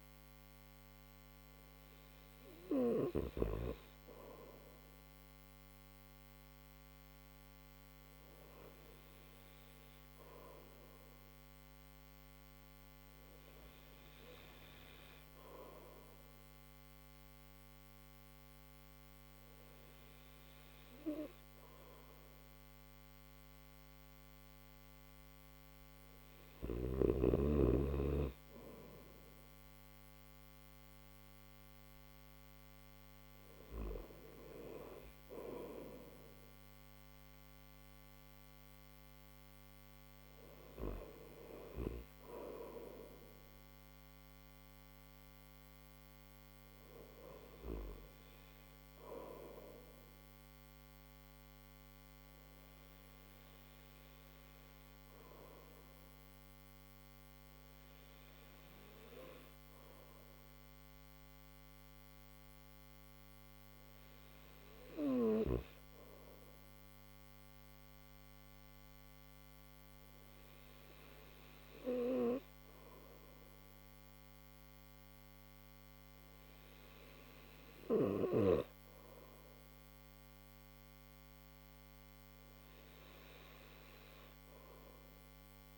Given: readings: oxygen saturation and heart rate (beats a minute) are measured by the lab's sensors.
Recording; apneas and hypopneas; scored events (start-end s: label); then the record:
breathing in sleep by a microphone on the trachea; none
none scored
From the record:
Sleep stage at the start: N3 (deep sleep); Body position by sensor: upright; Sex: male